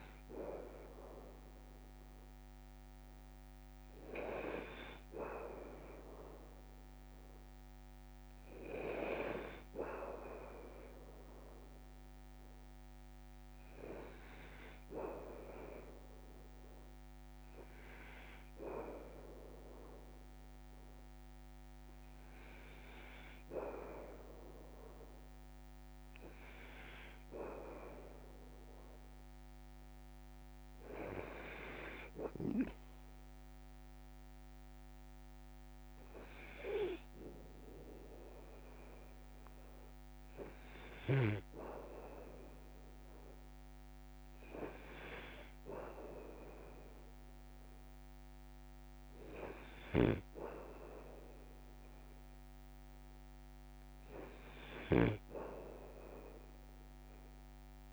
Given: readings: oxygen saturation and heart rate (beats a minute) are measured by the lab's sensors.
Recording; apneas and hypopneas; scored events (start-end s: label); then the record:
breathing in sleep by a microphone on the trachea; none
54.50-57.93 s: snoring (device-marked)
From the record:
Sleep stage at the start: N2 (light sleep); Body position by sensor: on the back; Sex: male